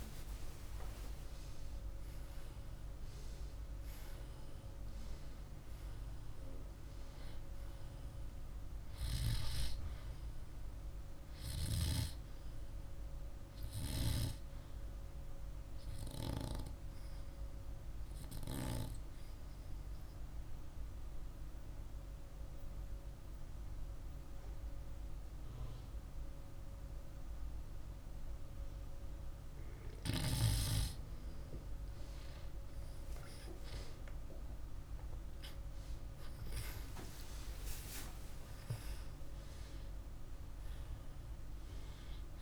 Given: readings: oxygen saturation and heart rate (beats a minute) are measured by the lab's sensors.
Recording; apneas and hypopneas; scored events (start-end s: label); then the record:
breathing in sleep by a room microphone; 1
19.50-29.50 s: obstructive apnea (oxygen 98% before, 96% lowest, heart rate 53 before, 49 extreme, up 2 after)
33.00-37.50 s: arousal
From the record:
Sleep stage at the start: N2 (light sleep); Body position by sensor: on the back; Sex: male